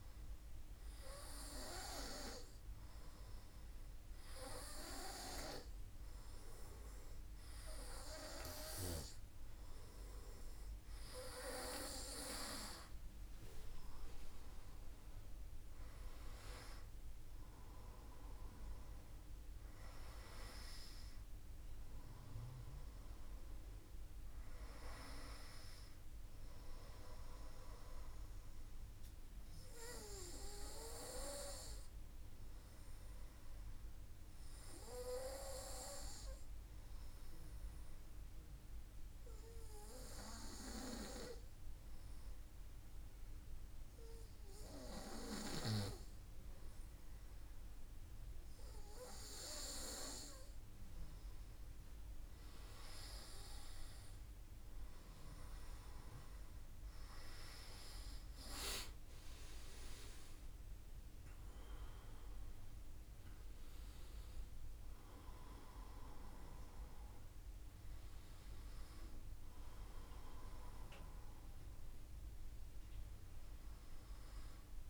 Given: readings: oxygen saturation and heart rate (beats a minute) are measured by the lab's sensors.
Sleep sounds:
breathing in sleep by a room microphone; 1
0.00-3.00 s: arousal
34.00-47.50 s: obstructive apnea (oxygen 96% before, 94% lowest, heart rate 57 before, 54 extreme, up 3 after)
55.00-59.00 s: arousal
60.50-74.90 s: new sleep stage, N1 (lightest sleep)
From the record:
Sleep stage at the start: N2 (light sleep); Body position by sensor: on the back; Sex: male

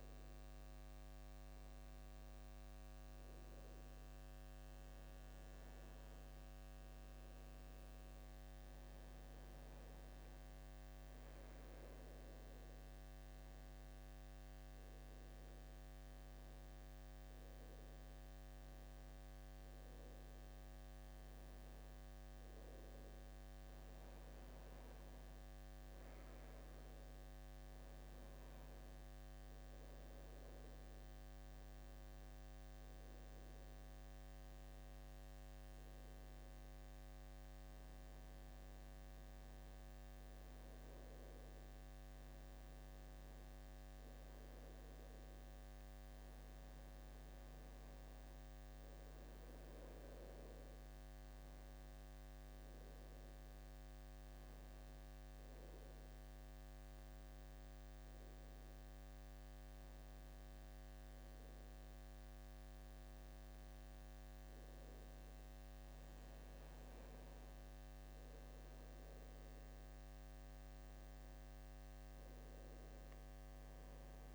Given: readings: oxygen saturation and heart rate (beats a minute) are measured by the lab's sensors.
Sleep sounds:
breathing in sleep, hard to hear, by a microphone on the trachea; none
16.00-74.34 s: new sleep stage, N2 (light sleep)
29.00-44.00 s: oxygen desaturation (device-marked, oxygen 96% before, 93% lowest, heart rate 80 before, 79 extreme)
From the record:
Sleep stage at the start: N1 (lightest sleep); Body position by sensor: on the left side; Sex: male

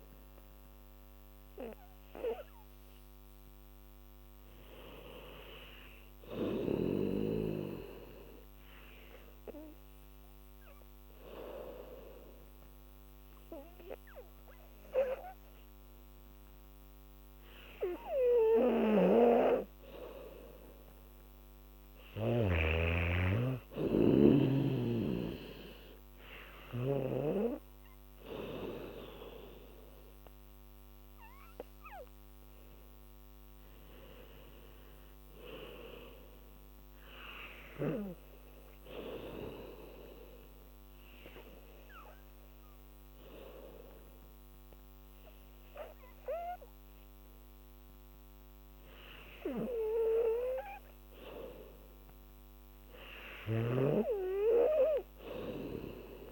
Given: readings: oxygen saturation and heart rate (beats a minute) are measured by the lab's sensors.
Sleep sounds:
breathing in sleep by a microphone on the trachea; 2
0.00-3.50 s: oxygen desaturation (device-marked, oxygen 88% lowest, heart rate 76 extreme)
8.00-20.00 s: obstructive apnea (oxygen 98% before, 92% lowest, heart rate 81 before, 76 extreme, up 12 after)
19.00-22.50 s: snoring (device-marked)
22.00-25.50 s: arousal
27.50-37.50 s: oxygen desaturation (device-marked, oxygen 96% before, 92% lowest, heart rate 80 before, 77 extreme)
39.50-52.00 s: obstructive apnea (oxygen 97% before, 93% lowest, heart rate 84 before, 77 extreme, up 11 after)
53.50-56.31 s: oxygen desaturation (device-marked, oxygen 97% before, 93% lowest, heart rate 81 before, 78 extreme)
53.50-56.31 s: snoring (device-marked)
54.50-56.31 s: arousal
From the record:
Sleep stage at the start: N2 (light sleep); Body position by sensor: on the back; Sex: female

